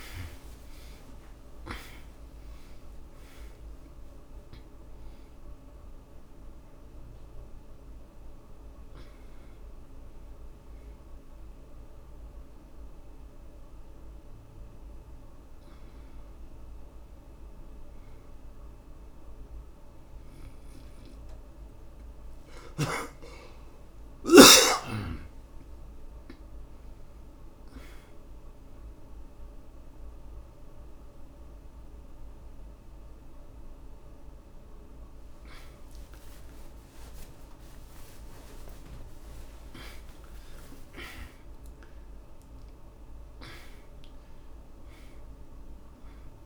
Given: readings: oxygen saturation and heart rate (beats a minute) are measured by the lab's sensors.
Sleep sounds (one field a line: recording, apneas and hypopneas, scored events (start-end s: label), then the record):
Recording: breathing in sleep by a room microphone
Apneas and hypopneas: none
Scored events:
9.50-18.50 s: oxygen desaturation (device-marked, oxygen 96% before, 90% lowest, heart rate 77 before, 70 extreme)
23.50-28.00 s: arousal
27.50-46.46 s: oxygen desaturation (device-marked, oxygen 95% before, 84% lowest, heart rate 83 before, 52 extreme)
From the record:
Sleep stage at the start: N2 (light sleep)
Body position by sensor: on the back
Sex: male